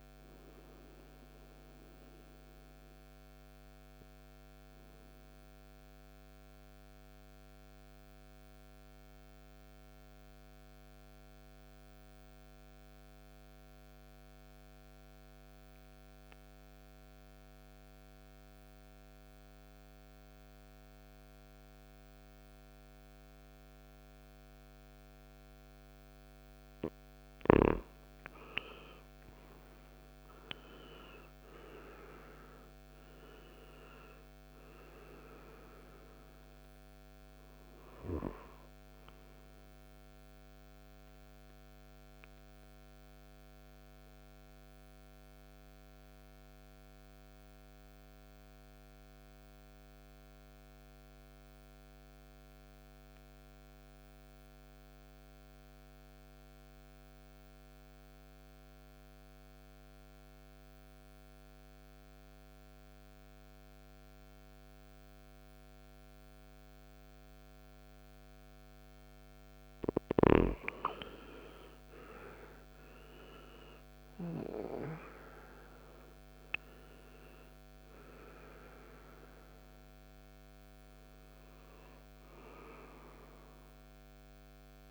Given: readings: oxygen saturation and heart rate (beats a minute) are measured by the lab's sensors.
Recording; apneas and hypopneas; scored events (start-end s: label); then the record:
breathing in sleep by a microphone on the trachea; 2
0.00-14.00 s: oxygen desaturation (device-marked, oxygen 90% lowest, heart rate 53 extreme)
5.00-26.50 s: mixed apnea (oxygen 99% before, 88% lowest, heart rate 61 before, 53 extreme, up 15 after)
28.50-32.50 s: arousal
30.00-53.00 s: oxygen desaturation (device-marked, oxygen 98% before, 91% lowest, heart rate 56 before, 53 extreme)
41.50-67.50 s: obstructive apnea (oxygen 98% before, 88% lowest, heart rate 63 before, 53 extreme, up 17 after)
68.00-84.91 s: oxygen desaturation (device-marked, oxygen 98% before, 88% lowest, heart rate 55 before, 53 extreme)
70.00-74.00 s: arousal
From the record:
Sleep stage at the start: N2 (light sleep); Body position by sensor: on the right side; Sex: male